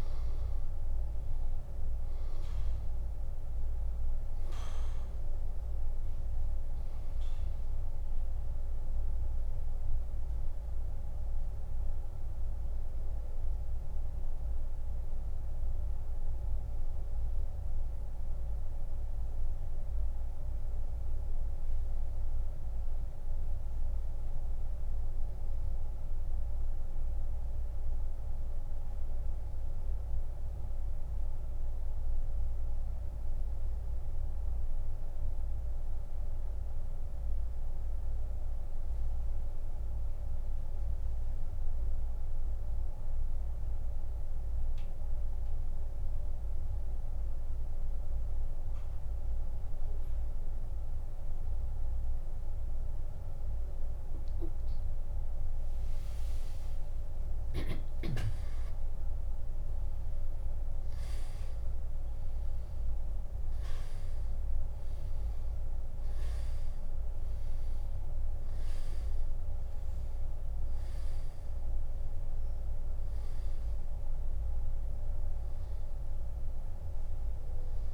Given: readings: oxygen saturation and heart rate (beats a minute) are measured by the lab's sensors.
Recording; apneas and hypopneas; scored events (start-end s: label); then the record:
breathing in sleep, hard to hear, by a room microphone; 1
10.00-54.50 s: mixed apnea (oxygen 97% before, 85% lowest, heart rate 88 before, 64 extreme, up 14 after)
16.00-46.00 s: oxygen desaturation (device-marked, oxygen 96% before, 88% lowest, heart rate 84 before, 64 extreme)
56.00-60.50 s: arousal
73.00-77.94 s: oxygen desaturation (device-marked, oxygen 97% before, 85% lowest, heart rate 80 before, 65 extreme)
From the record:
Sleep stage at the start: N2 (light sleep); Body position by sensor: on the back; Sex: male